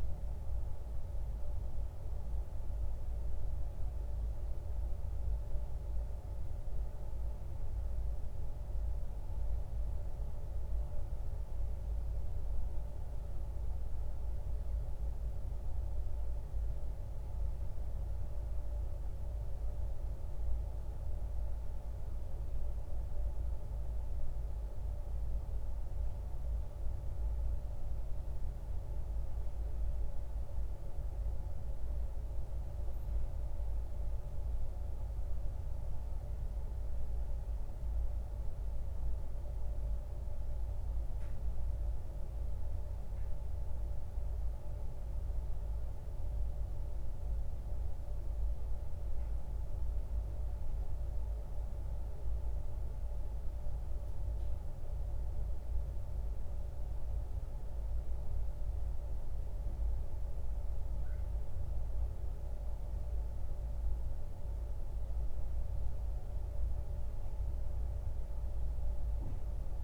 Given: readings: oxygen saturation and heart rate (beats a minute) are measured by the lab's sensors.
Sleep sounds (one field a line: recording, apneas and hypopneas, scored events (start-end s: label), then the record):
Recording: breathing in sleep, hard to hear, by a room microphone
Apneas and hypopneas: none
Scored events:
20.50-69.84 s: new sleep stage, N2 (light sleep)
From the record:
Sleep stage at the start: N1 (lightest sleep)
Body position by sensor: on the back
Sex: male